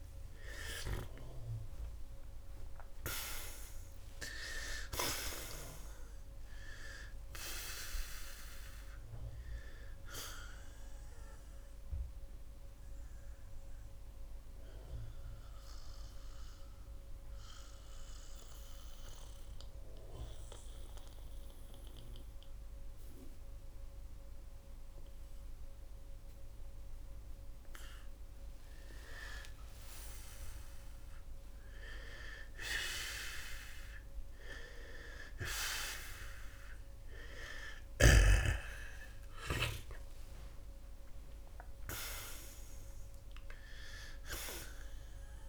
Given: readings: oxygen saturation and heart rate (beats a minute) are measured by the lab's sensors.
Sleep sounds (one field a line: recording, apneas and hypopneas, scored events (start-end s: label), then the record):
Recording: breathing in sleep by a room microphone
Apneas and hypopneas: 1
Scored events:
0.00-2.50 s: arousal
12.50-29.00 s: mixed apnea (oxygen 91% before, 86% lowest)
21.50-36.50 s: oxygen desaturation (device-marked, oxygen 91% before, 86% lowest)
35.50-40.50 s: arousal
From the record:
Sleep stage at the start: N2 (light sleep)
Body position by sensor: on the right side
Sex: male